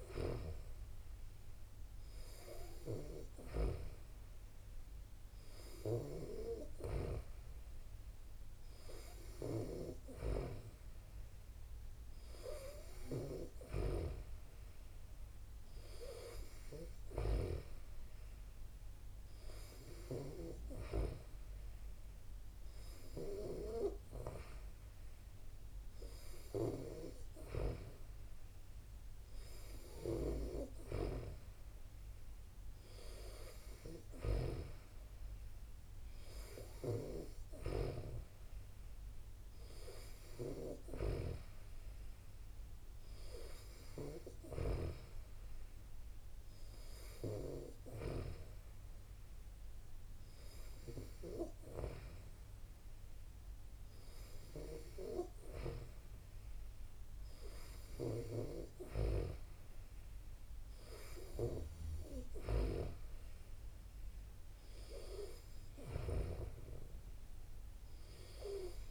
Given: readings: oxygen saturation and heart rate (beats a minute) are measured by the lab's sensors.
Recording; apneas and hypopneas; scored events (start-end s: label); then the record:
breathing in sleep by a room microphone; none
none scored
From the record:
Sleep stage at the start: N2 (light sleep); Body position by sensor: on the back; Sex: female